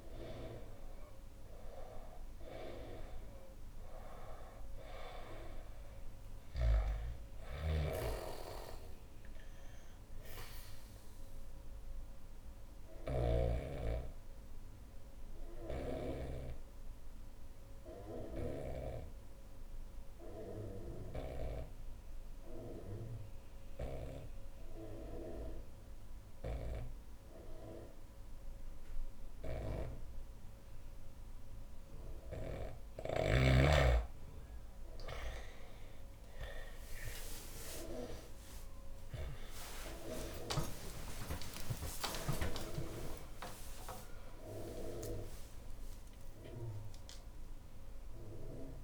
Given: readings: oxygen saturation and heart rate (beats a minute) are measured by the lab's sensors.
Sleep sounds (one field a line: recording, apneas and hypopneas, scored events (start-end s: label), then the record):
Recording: a person partly awake in a sleep study, by a room microphone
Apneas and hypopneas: 1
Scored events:
0.00-2.00 s: arousal
0.00-15.00 s: oxygen desaturation (device-marked, oxygen 92% lowest, heart rate 64 extreme)
7.00-13.00 s: snoring (device-marked)
10.00-31.50 s: obstructive apnea (oxygen 98% before, 89% lowest, heart rate 69 before, 64 extreme, up 35 after)
29.00-48.84 s: oxygen desaturation (device-marked, oxygen 98% before, 89% lowest, heart rate 66 before, 63 extreme)
35.00-48.84 s: new sleep stage, awake
From the record:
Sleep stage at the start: N2 (light sleep)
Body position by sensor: on the back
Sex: female